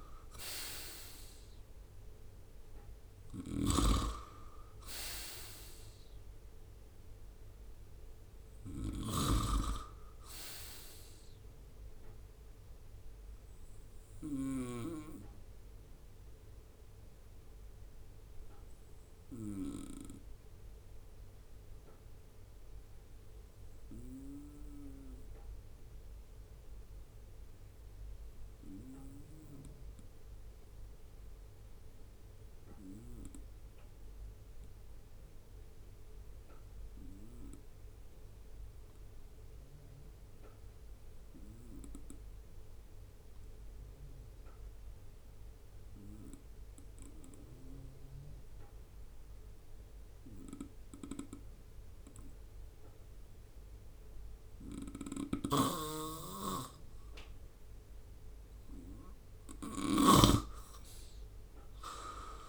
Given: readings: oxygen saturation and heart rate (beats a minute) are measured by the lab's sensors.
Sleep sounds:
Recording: breathing in sleep by a room microphone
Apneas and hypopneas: 1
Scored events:
0.00-5.00 s: oxygen desaturation (device-marked, oxygen 93% lowest, heart rate 68 extreme)
0.00-8.50 s: snoring (device-marked)
12.00-32.00 s: oxygen desaturation (device-marked, oxygen 94% before, 85% lowest, heart rate 75 before, 68 extreme)
16.00-58.00 s: obstructive apnea (oxygen 97% before, 85% lowest, heart rate 74 before, 65 extreme, up 8 after)
54.50-59.50 s: snoring (device-marked)
60.50-62.49 s: arousal
From the record:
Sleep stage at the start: REM sleep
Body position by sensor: on the right side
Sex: male

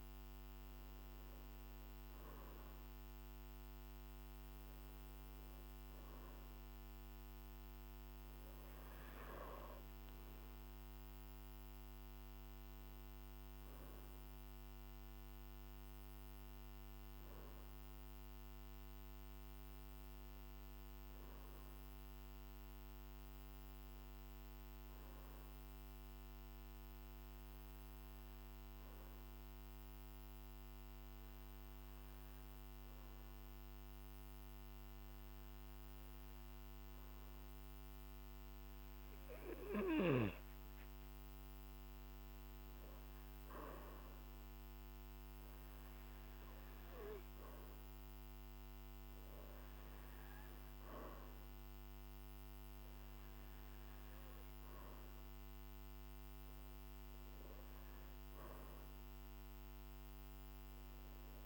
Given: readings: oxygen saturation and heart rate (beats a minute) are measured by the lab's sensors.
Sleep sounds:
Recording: breathing in sleep, hard to hear, by a microphone on the trachea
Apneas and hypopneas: 1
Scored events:
10.50-15.00 s: arousal
23.50-40.00 s: hypopnea (oxygen 96% before, 94% lowest, heart rate 54 before, 49 extreme, up 8 after)
41.50-45.00 s: arousal
From the record:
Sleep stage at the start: N2 (light sleep)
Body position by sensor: on the back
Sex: male

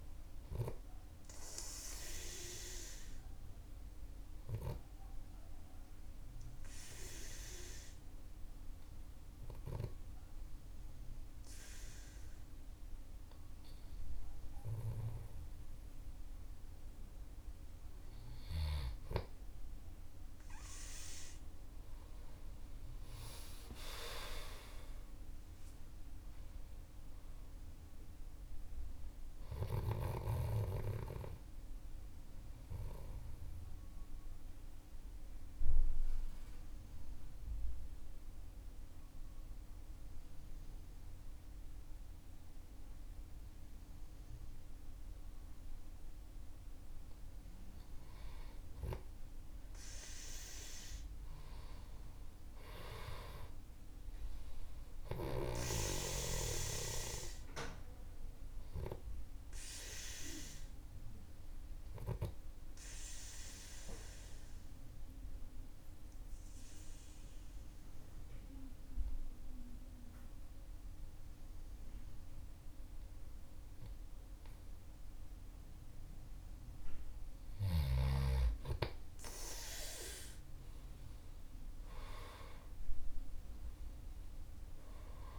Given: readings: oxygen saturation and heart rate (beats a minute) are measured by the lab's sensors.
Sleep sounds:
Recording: breathing in sleep by a room microphone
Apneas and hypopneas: 3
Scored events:
3.00-17.50 s: obstructive apnea (oxygen 98% before, 95% lowest, heart rate 56 before, 46 extreme, up 30 after)
21.00-26.00 s: oxygen desaturation (device-marked, oxygen 98% before, 95% lowest, heart rate 52 before, 46 extreme)
22.00-26.50 s: arousal
31.00-47.50 s: mixed apnea (oxygen 98% before, 95% lowest, heart rate 63 before, 46 extreme, up 16 after)
49.00-53.00 s: arousal
51.00-58.00 s: oxygen desaturation (device-marked, oxygen 98% before, 95% lowest, heart rate 50 before, 48 extreme)
61.50-75.50 s: obstructive apnea (oxygen 98% before, 95% lowest, heart rate 55 before, 48 extreme, up 16 after)
80.00-85.39 s: arousal
From the record:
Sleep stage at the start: N2 (light sleep)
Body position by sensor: on the back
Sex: male

